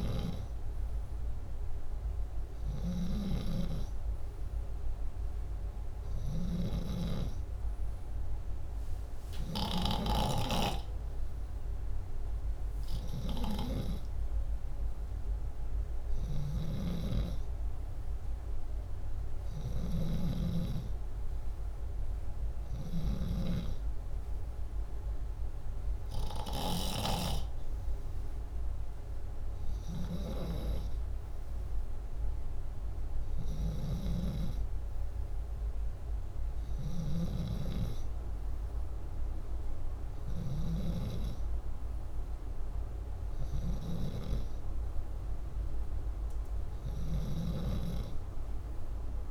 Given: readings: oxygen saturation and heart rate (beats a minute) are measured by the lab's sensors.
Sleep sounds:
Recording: breathing in sleep by a room microphone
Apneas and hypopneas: none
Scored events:
0.00-9.50 s: snoring (device-marked)
0.00-14.50 s: oxygen desaturation (device-marked, oxygen 92% lowest, heart rate 62 extreme)
15.50-49.31 s: snoring (device-marked)
From the record:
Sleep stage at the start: N2 (light sleep)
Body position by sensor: upright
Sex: male

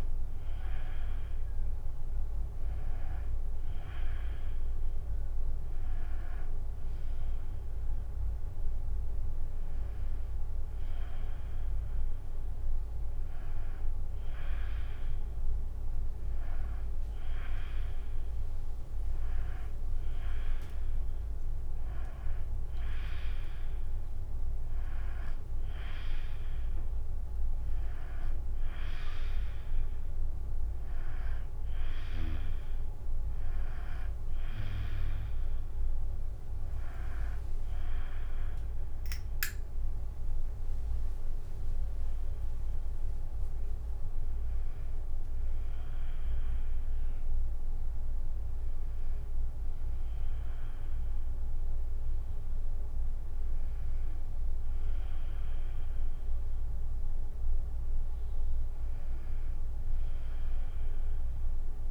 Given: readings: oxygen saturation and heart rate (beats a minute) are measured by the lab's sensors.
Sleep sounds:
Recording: breathing in sleep by a room microphone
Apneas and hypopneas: none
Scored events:
none scored
From the record:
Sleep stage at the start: N2 (light sleep)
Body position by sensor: on the back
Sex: female

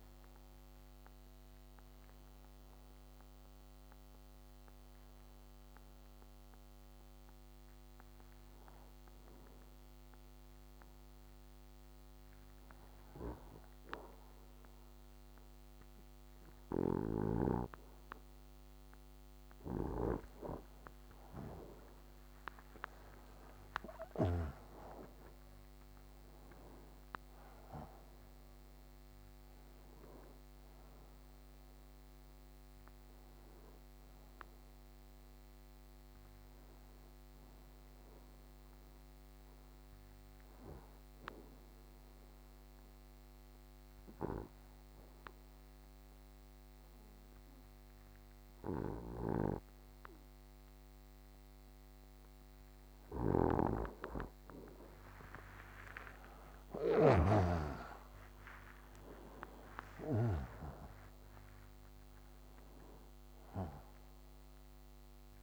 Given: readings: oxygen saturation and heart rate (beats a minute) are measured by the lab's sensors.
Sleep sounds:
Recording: breathing in sleep by a microphone on the trachea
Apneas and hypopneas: 2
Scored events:
5.50-19.00 s: obstructive apnea (oxygen 96% before, 90% lowest)
21.00-24.00 s: arousal
24.50-44.50 s: oxygen desaturation (device-marked, oxygen 96% before, 90% lowest)
37.50-52.50 s: obstructive apnea (oxygen 96% before, 90% lowest)
54.50-65.43 s: new sleep stage, N1 (lightest sleep)
55.50-61.00 s: arousal
58.50-65.43 s: oxygen desaturation (device-marked, oxygen 95% before, 90% lowest)
From the record:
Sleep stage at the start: N2 (light sleep)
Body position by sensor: on the right side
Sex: male

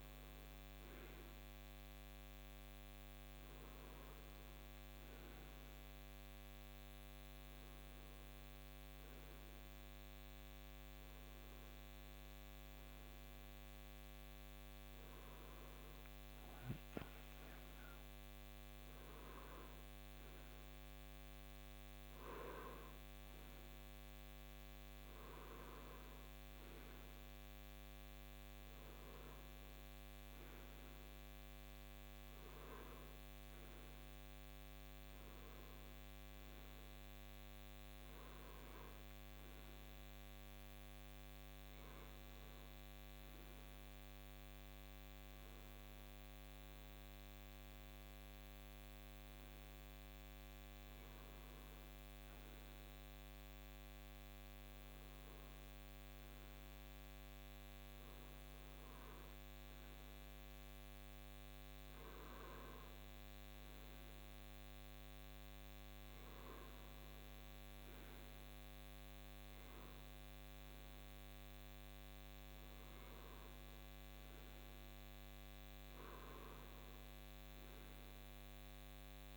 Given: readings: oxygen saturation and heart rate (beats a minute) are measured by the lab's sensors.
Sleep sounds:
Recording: breathing in sleep, hard to hear, by a microphone on the trachea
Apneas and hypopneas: none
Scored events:
none scored
From the record:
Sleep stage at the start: REM sleep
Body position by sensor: on the right side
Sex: male

